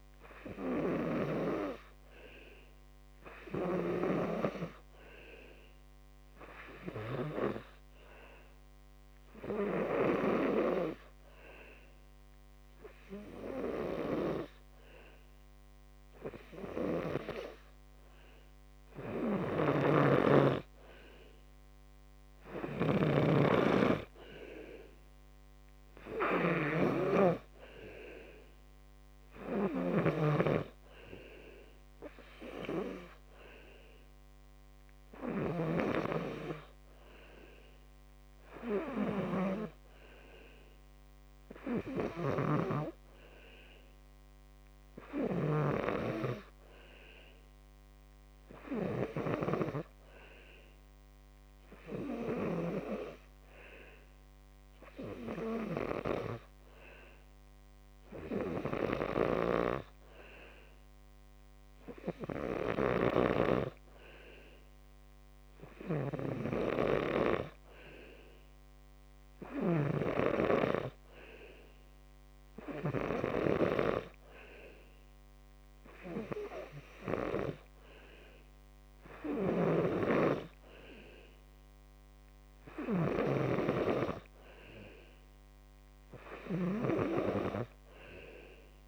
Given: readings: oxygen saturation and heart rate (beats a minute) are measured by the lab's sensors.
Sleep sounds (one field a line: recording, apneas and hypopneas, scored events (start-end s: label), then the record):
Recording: breathing in sleep by a microphone on the trachea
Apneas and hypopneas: none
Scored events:
20.00-23.50 s: snoring (device-marked)
27.50-48.50 s: oxygen desaturation (device-marked, oxygen 91% before, 87% lowest, heart rate 58 before, 52 extreme)
69.50-80.50 s: oxygen desaturation (device-marked, oxygen 94% before, 90% lowest, heart rate 56 before, 55 extreme)
From the record:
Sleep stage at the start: N2 (light sleep)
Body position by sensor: on the back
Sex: male